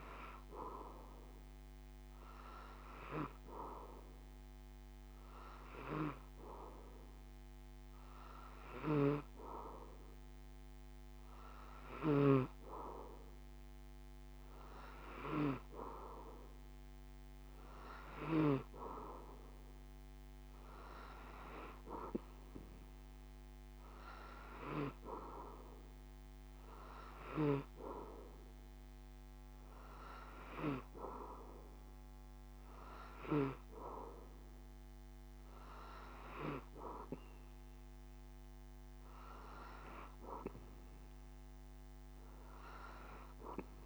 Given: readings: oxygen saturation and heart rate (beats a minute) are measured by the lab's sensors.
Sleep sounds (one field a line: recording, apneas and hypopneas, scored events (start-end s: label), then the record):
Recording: breathing in sleep by a microphone on the trachea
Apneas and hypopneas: none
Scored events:
none scored
From the record:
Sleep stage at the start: N3 (deep sleep)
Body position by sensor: on the back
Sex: male